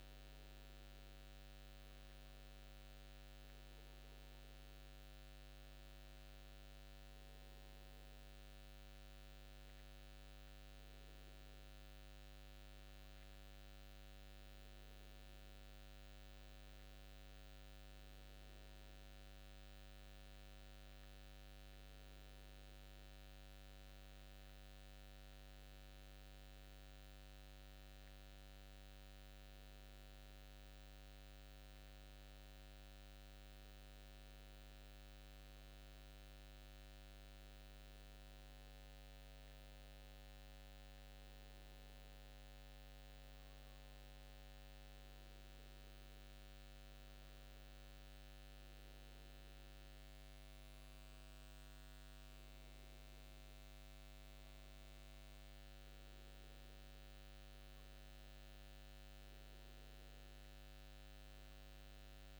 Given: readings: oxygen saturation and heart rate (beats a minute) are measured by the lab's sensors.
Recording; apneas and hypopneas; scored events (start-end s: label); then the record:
breathing in sleep, hard to hear, by a microphone on the trachea; none
8.00-62.40 s: new sleep stage, N2 (light sleep)
From the record:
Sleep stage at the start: N1 (lightest sleep); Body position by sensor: on the back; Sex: male